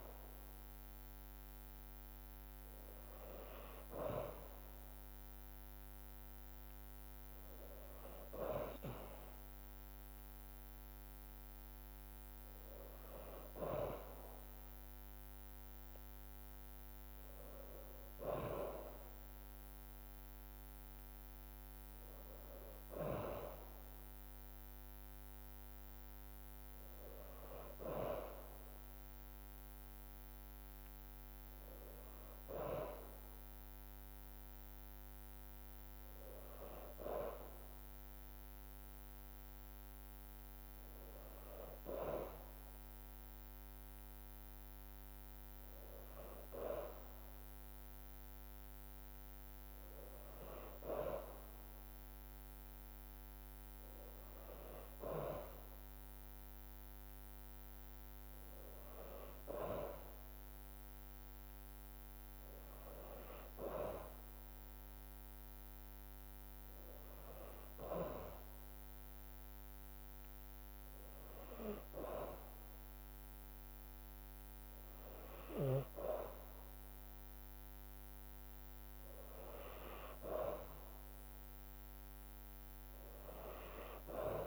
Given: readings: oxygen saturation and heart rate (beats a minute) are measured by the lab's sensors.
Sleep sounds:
breathing in sleep by a microphone on the trachea; none
none scored
From the record:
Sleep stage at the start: N2 (light sleep); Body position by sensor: on the back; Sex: female

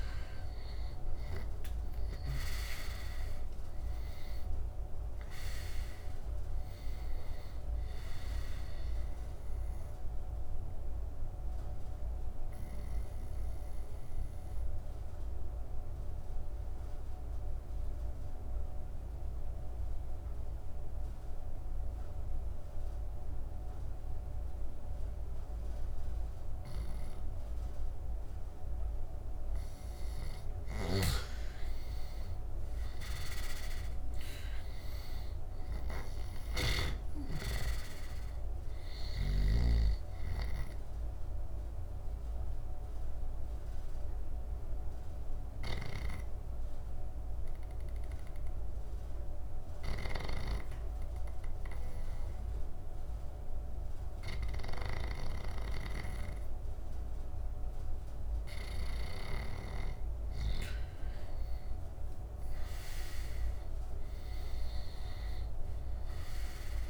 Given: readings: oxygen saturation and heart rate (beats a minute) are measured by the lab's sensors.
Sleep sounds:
breathing in sleep by a room microphone; 2
0.00-2.00 s: snoring (device-marked)
0.00-3.00 s: arousal
0.00-23.50 s: oxygen desaturation (device-marked, oxygen 87% lowest, heart rate 71 extreme)
10.00-29.50 s: obstructive apnea (oxygen 99% before, 86% lowest, heart rate 80 before, 71 extreme, up 13 after)
30.50-51.50 s: oxygen desaturation (device-marked, oxygen 99% before, 86% lowest, heart rate 77 before, 74 extreme)
31.50-35.50 s: arousal
32.50-36.50 s: snoring (device-marked)
41.00-58.50 s: obstructive apnea (oxygen 99% before, 86% lowest, heart rate 77 before, 74 extreme, up 8 after)
45.00-59.00 s: snoring (device-marked)
61.00-65.00 s: arousal
From the record:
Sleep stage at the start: N2 (light sleep); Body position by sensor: on the right side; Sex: male

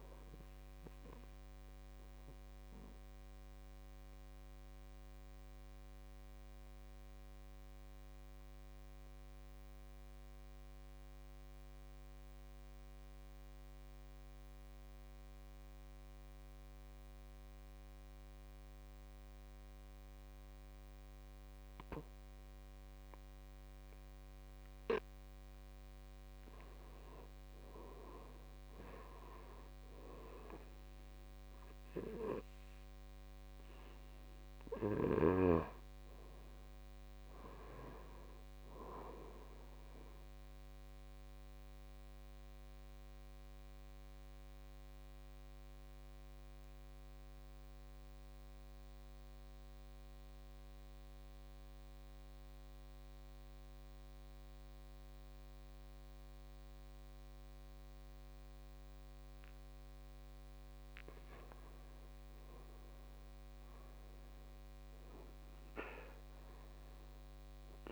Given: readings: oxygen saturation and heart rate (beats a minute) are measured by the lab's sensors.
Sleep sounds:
breathing in sleep by a microphone on the trachea; 2
2.00-25.00 s: obstructive apnea (oxygen 98% before, 83% lowest, heart rate 55 before, 55 extreme, up 11 after)
16.00-27.00 s: oxygen desaturation (device-marked, oxygen 97% before, 93% lowest, heart rate 58 before, 55 extreme)
28.00-32.50 s: arousal
41.00-59.00 s: oxygen desaturation (device-marked, oxygen 95% before, 83% lowest, heart rate 65 before, 53 extreme)
41.50-61.00 s: obstructive apnea (oxygen 97% before, 83% lowest, heart rate 65 before, 52 extreme, up 12 after)
64.00-67.92 s: arousal
From the record:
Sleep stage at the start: N2 (light sleep); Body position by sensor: on the back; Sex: male

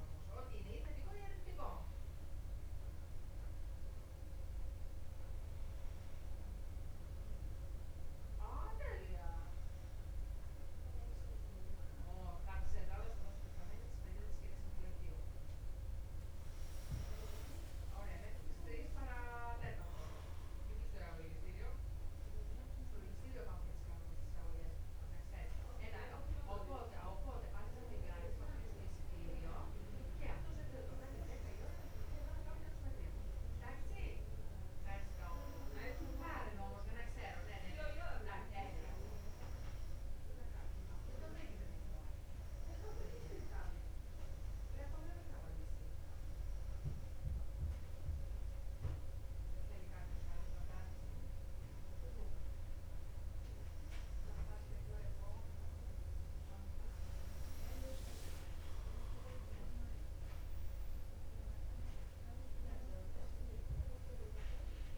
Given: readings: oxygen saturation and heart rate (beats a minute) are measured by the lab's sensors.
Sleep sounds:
breathing in sleep by a room microphone; none
0.00-2.00 s: drop in pulse transit time (device-marked, heart rate 62 extreme)
19.00-64.98 s: new sleep stage, N2 (light sleep)
From the record:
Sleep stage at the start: N1 (lightest sleep); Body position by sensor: on the back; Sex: female

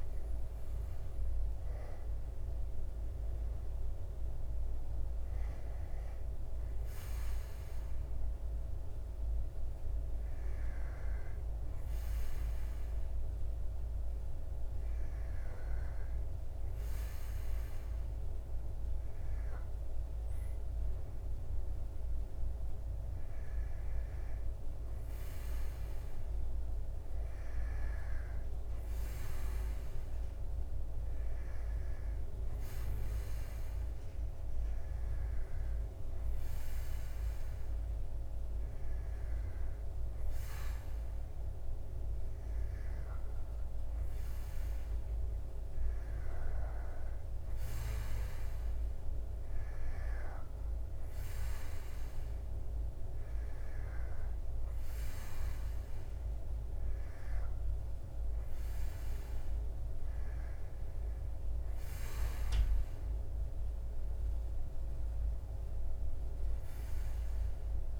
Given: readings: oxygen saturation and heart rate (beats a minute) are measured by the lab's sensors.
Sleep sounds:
breathing in sleep, hard to hear, by a room microphone; none
none scored
From the record:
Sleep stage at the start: N2 (light sleep); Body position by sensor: on the back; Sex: male

